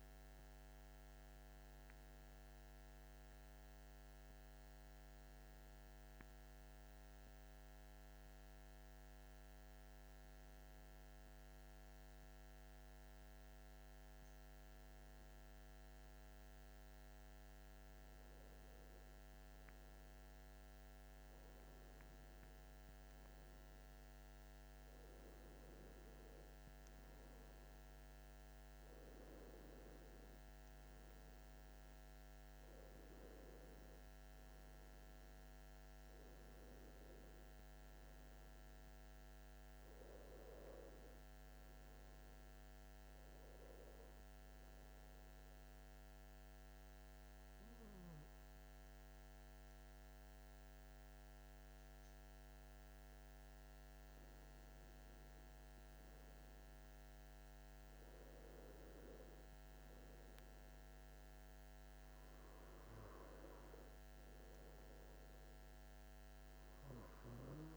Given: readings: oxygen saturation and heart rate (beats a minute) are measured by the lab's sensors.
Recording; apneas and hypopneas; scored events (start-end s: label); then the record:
breathing in sleep, hard to hear, by a microphone on the trachea; 2
2.50-17.00 s: hypopnea (oxygen 96% before, 94% lowest)
18.50-23.00 s: arousal
43.50-53.50 s: obstructive apnea (oxygen 96% before, 93% lowest, heart rate 33 before, 26 extreme, up 21 after)
56.00-61.00 s: arousal
From the record:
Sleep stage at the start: N1 (lightest sleep); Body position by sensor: on the back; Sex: male